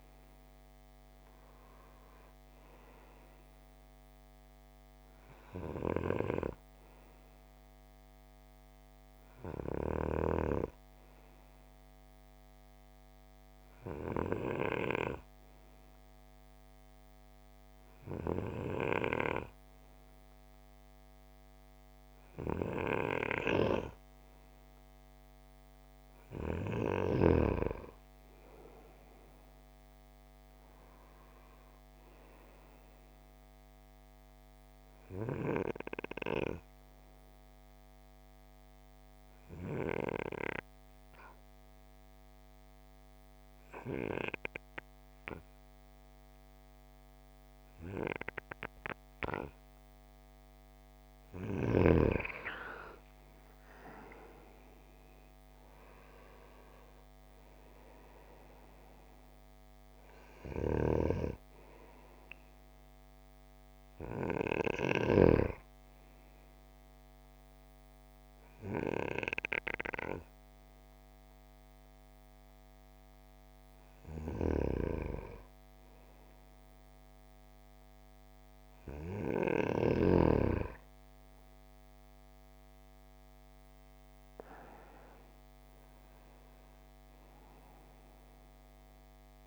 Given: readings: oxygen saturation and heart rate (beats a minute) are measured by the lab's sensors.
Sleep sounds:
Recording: breathing in sleep by a microphone on the trachea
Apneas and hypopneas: 3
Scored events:
0.00-2.00 s: arousal
13.50-26.00 s: hypopnea (oxygen 93% before, 89% lowest)
28.50-32.50 s: arousal
37.50-50.00 s: obstructive apnea (oxygen 94% before, 89% lowest)
54.50-57.50 s: arousal
60.50-65.50 s: snoring (device-marked)
60.50-82.50 s: oxygen desaturation (device-marked, oxygen 93% before, 89% lowest)
63.50-82.00 s: hypopnea (oxygen 93% before, 89% lowest)
74.00-80.50 s: snoring (device-marked)
85.00-88.00 s: arousal
From the record:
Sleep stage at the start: N2 (light sleep)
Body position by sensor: on the right side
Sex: male

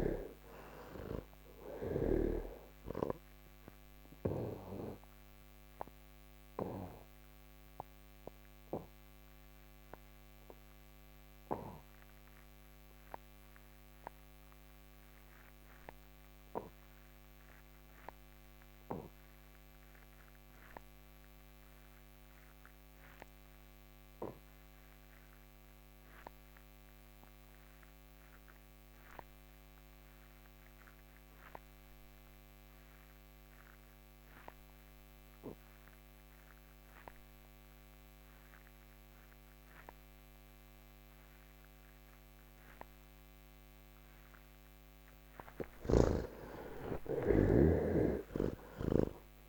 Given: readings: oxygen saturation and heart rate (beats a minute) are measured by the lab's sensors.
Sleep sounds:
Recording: breathing in sleep by a microphone on the trachea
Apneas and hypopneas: 1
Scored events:
0.00-21.50 s: oxygen desaturation (device-marked, oxygen 62% lowest, heart rate 89 extreme)
1.50-43.50 s: obstructive apnea (oxygen 81% before, 62% lowest, heart rate 143 before, 96 extreme, up 23 after)
23.50-49.49 s: oxygen desaturation (device-marked, oxygen 97% before, 64% lowest, heart rate 144 before, 70 extreme)
45.50-49.00 s: snoring (device-marked)
From the record:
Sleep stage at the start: N2 (light sleep)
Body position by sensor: on the back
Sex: male

